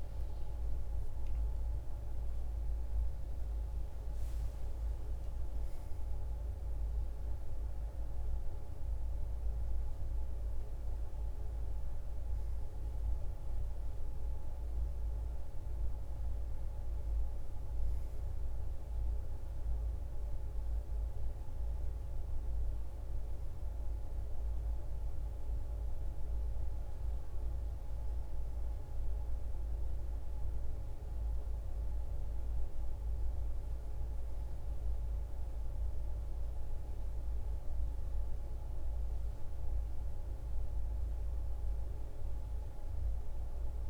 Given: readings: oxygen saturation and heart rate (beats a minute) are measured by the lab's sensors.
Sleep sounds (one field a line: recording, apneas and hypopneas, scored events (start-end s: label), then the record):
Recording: a person awake in a sleep study, hard to hear, by a room microphone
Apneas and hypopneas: none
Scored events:
none scored
From the record:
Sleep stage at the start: awake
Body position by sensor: on the right side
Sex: female